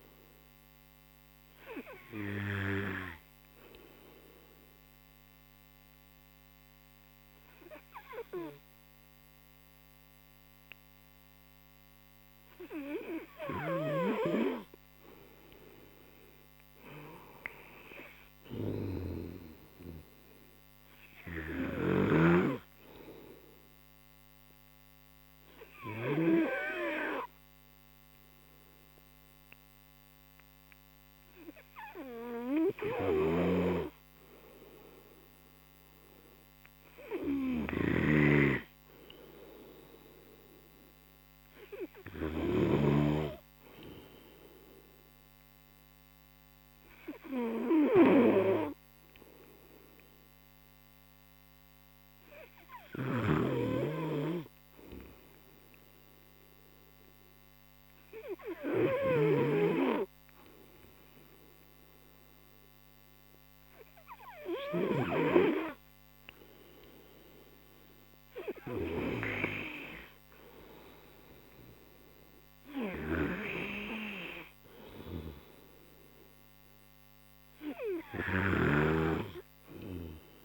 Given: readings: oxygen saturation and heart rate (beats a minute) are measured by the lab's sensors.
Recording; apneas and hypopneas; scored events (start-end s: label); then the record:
breathing in sleep by a microphone on the trachea; none
none scored
From the record:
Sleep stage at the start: N2 (light sleep); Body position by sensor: on the right side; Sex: male